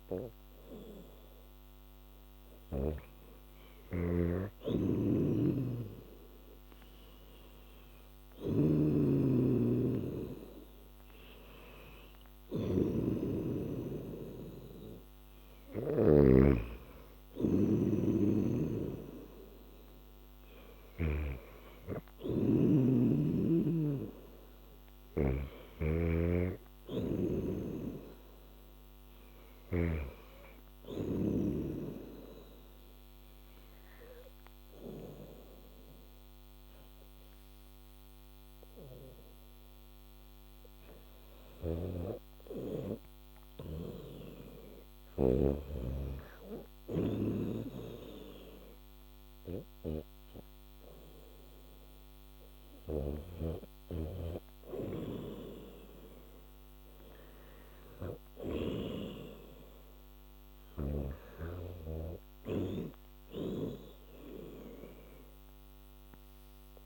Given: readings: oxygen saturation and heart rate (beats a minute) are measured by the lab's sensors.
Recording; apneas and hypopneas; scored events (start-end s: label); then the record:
breathing in sleep by a microphone on the trachea; 1
5.00-16.00 s: snoring (device-marked)
18.00-30.00 s: snoring (device-marked)
32.00-43.50 s: hypopnea (oxygen 97% before, 91% lowest, heart rate 91 before, 76 extreme, up 10 after)
41.50-45.50 s: snoring (device-marked)
44.00-47.50 s: arousal
53.00-62.00 s: snoring (device-marked)
55.00-63.00 s: oxygen desaturation (device-marked, oxygen 97% before, 93% lowest, heart rate 81 before, 69 extreme)
From the record:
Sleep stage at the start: N2 (light sleep); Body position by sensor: on the back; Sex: female